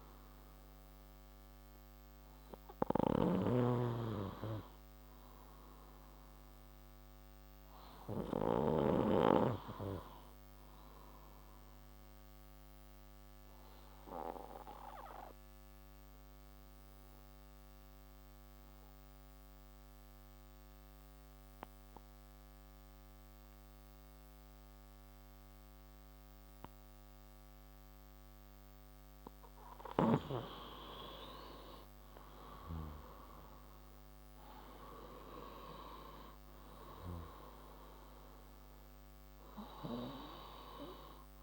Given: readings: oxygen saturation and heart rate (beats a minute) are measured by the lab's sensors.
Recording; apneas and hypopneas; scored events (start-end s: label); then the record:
breathing in sleep by a microphone on the trachea; 1
1.00-41.43 s: new sleep stage, N2 (light sleep)
3.00-9.50 s: snoring (device-marked)
5.00-19.00 s: oxygen desaturation (device-marked, oxygen 95% before, 92% lowest, heart rate 60 before, 37 extreme)
12.50-29.50 s: obstructive apnea (oxygen 97% before, 91% lowest)
31.50-35.00 s: arousal
37.00-41.43 s: oxygen desaturation (device-marked, oxygen 96% before, 91% lowest)
From the record:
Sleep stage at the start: N1 (lightest sleep); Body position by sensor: on the left side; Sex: male